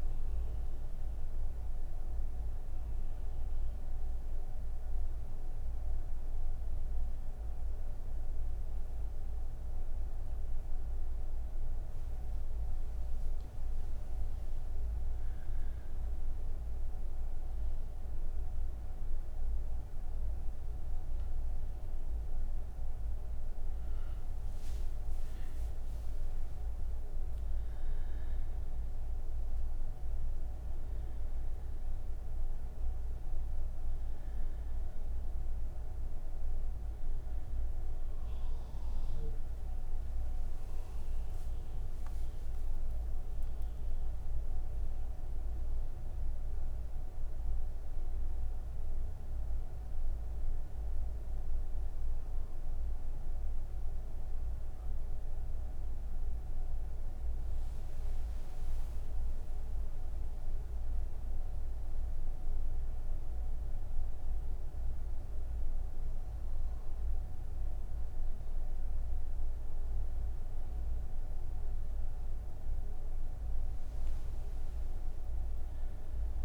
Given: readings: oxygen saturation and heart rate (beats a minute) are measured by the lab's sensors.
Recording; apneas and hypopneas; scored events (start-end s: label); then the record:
breathing in sleep, hard to hear, by a room microphone; 2
1.00-13.50 s: obstructive apnea (oxygen 97% before, 95% lowest)
48.00-59.50 s: hypopnea (oxygen 99% before, 95% lowest)
58.00-76.45 s: oxygen desaturation (device-marked, oxygen 98% before, 95% lowest)
From the record:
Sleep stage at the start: N1 (lightest sleep); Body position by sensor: on the right side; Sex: female